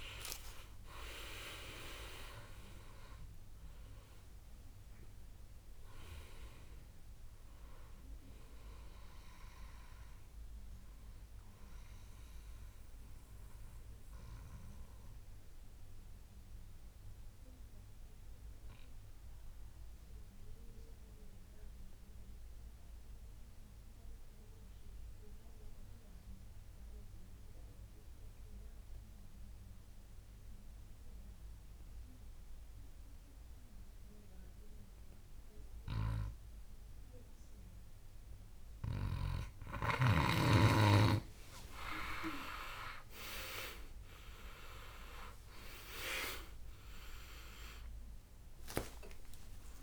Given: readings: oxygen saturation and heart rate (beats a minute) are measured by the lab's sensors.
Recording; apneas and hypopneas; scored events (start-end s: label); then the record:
breathing in sleep by a room microphone; 1
0.00-1.50 s: arousal
0.00-12.50 s: oxygen desaturation (device-marked, oxygen 95% lowest, heart rate 59 extreme)
13.50-40.00 s: obstructive apnea (oxygen 98% before, 92% lowest, heart rate 73 before, 59 extreme, up 21 after)
18.50-27.50 s: oxygen desaturation (device-marked, oxygen 96% before, 93% lowest, heart rate 72 before, 59 extreme)
41.50-49.83 s: oxygen desaturation (device-marked, oxygen 98% before, 92% lowest, heart rate 61 before, 63 extreme)
42.50-48.50 s: arousal
From the record:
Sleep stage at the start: N2 (light sleep); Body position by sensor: on the back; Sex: male